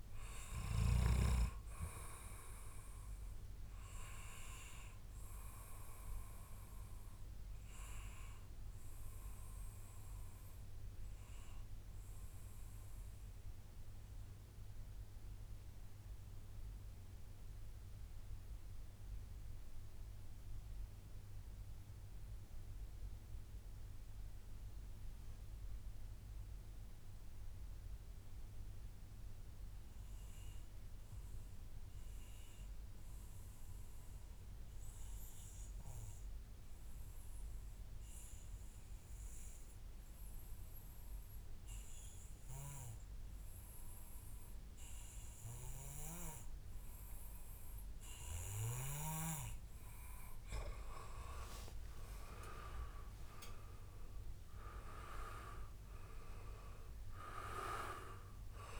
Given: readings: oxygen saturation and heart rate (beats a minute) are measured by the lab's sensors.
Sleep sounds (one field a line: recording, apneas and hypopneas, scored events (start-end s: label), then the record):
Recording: breathing in sleep by a room microphone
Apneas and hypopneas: 1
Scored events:
3.00-5.00 s: long interval between heartbeats (device-marked, heart rate 111 before, 96 extreme)
7.50-49.00 s: mixed apnea (oxygen 97% before, 91% lowest, heart rate 109 before, 97 extreme, up 34 after)
25.00-27.00 s: long interval between heartbeats (device-marked, heart rate 99 before, 98 extreme)
29.00-31.00 s: long interval between heartbeats (device-marked, heart rate 100 before, 101 extreme)
36.50-38.50 s: long interval between heartbeats (device-marked, heart rate 103 before, 100 extreme)
38.50-40.50 s: long interval between heartbeats (device-marked, heart rate 103 before, 100 extreme)
50.50-55.50 s: arousal
From the record:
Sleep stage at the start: N2 (light sleep)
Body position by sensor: on the back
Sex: male